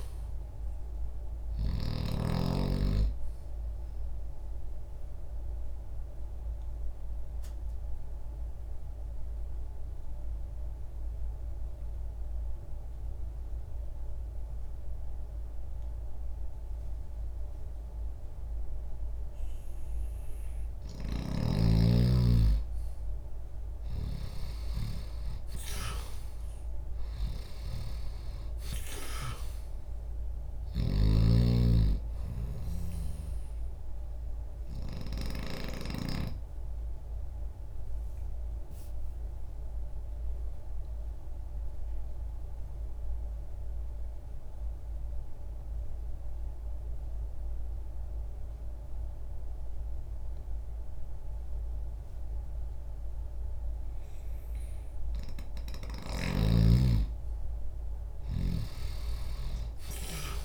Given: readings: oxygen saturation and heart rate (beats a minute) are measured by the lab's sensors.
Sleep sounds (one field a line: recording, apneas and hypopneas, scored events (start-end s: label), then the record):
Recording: breathing in sleep by a room microphone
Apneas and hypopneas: 2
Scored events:
0.00-2.00 s: snoring (device-marked)
5.00-22.00 s: obstructive apnea (oxygen 97% before, 84% lowest, heart rate 61 before, 60 extreme, up 1 after)
6.50-22.50 s: oxygen desaturation (device-marked, oxygen 97% before, 88% lowest, heart rate 61 before, 60 extreme)
24.00-28.50 s: arousal
30.50-35.50 s: snoring (device-marked)
35.00-56.00 s: obstructive apnea (oxygen 94% before, 84% lowest, heart rate 60 before, 60 extreme, up 0 after)
40.50-55.50 s: oxygen desaturation (device-marked, oxygen 94% before, 84% lowest, heart rate 60 before, 60 extreme)
57.50-60.45 s: arousal
From the record:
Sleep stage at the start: N2 (light sleep)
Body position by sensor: on the left side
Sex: male